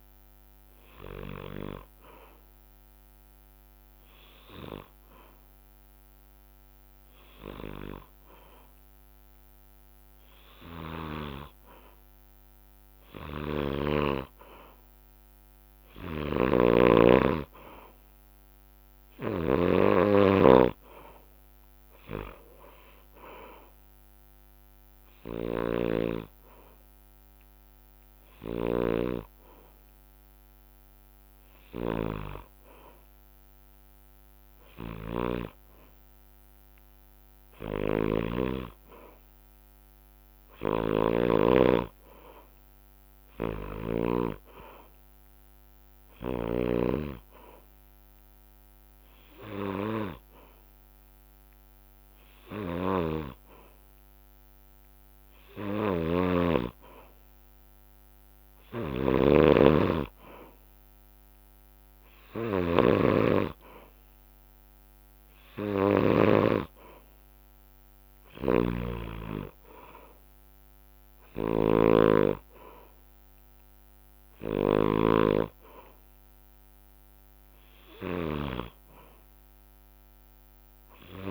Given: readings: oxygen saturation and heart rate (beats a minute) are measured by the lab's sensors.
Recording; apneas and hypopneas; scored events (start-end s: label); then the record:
breathing in sleep by a microphone on the trachea; 1
2.00-12.00 s: hypopnea (oxygen 97% before, 93% lowest, heart rate 63 before, 60 extreme, up 4 after)
15.00-20.00 s: arousal
15.50-28.50 s: snoring (device-marked)
23.50-29.50 s: oxygen desaturation (device-marked, oxygen 96% before, 93% lowest, heart rate 62 before, 61 extreme)
40.00-44.00 s: snoring (device-marked)
46.00-66.00 s: snoring (device-marked)
68.00-81.31 s: snoring (device-marked)
From the record:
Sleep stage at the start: N2 (light sleep); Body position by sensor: on the back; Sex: male